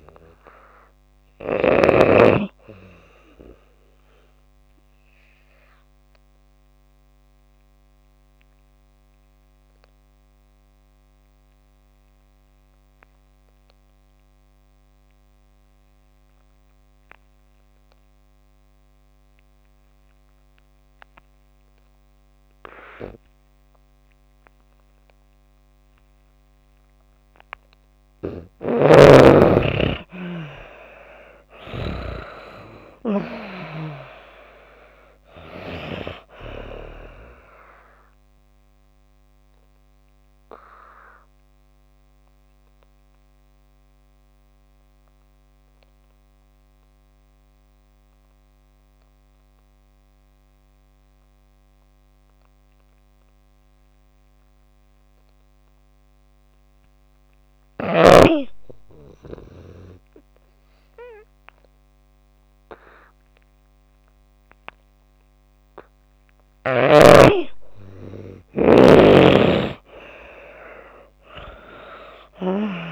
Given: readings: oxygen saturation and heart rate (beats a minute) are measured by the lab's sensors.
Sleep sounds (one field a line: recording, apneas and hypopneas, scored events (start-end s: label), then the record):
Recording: breathing in sleep by a microphone on the trachea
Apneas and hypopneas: 2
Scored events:
0.00-2.00 s: snoring (device-marked)
0.00-26.50 s: oxygen desaturation (device-marked, oxygen 84% lowest)
4.50-27.00 s: obstructive apnea (oxygen 98% before, 80% lowest)
30.00-32.50 s: arousal
34.50-66.50 s: oxygen desaturation (device-marked, oxygen 96% before, 80% lowest)
39.00-65.50 s: obstructive apnea (oxygen 96% before, 80% lowest)
69.00-72.92 s: arousal
From the record:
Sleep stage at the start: N2 (light sleep)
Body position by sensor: on the back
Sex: female